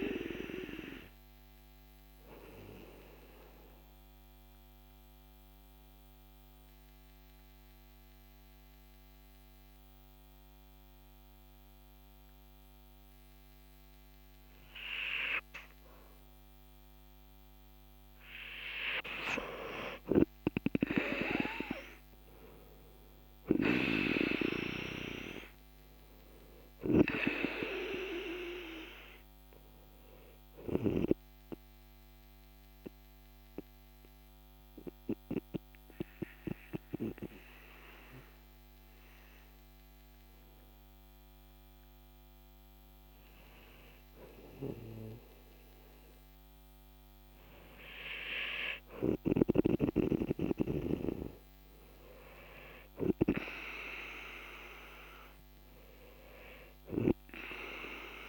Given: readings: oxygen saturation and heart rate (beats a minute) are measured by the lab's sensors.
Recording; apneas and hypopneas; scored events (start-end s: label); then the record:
breathing in sleep by a microphone on the trachea; 2
2.00-19.00 s: mixed apnea (oxygen 96% before, 92% lowest, heart rate 56 before, 49 extreme, up 9 after)
12.00-20.00 s: oxygen desaturation (device-marked, oxygen 95% before, 92% lowest, heart rate 55 before, 50 extreme)
22.00-26.00 s: arousal
31.00-43.00 s: obstructive apnea (oxygen 96% before, 93% lowest, heart rate 53 before, 50 extreme, up 3 after)
46.50-49.50 s: arousal
From the record:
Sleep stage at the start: N2 (light sleep); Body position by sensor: on the back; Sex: male